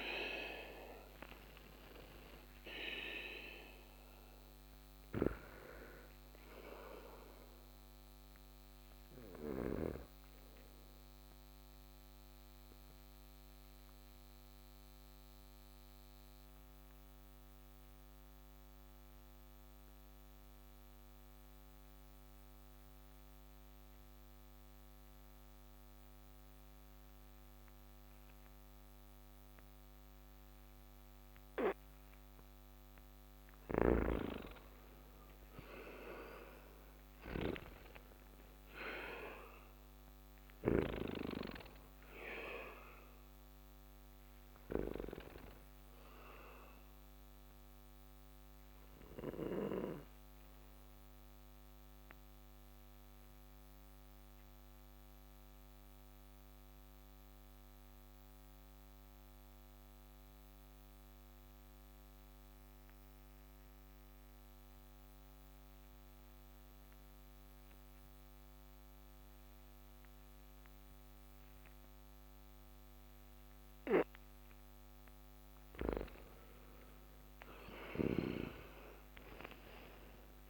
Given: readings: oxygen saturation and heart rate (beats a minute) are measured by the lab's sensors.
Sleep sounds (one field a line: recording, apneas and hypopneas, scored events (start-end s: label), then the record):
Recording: breathing in sleep by a microphone on the trachea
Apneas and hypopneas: 2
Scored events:
0.00-25.00 s: oxygen desaturation (device-marked, oxygen 86% lowest)
10.50-32.50 s: obstructive apnea (oxygen 98% before, 84% lowest)
33.50-41.00 s: snoring (device-marked)
36.50-40.00 s: arousal
37.00-66.00 s: oxygen desaturation (device-marked, oxygen 97% before, 84% lowest)
46.00-75.00 s: obstructive apnea (oxygen 97% before, 83% lowest)
76.50-79.50 s: arousal
78.00-80.50 s: oxygen desaturation (device-marked, oxygen 97% before, 83% lowest)
From the record:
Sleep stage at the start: N2 (light sleep)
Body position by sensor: on the back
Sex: male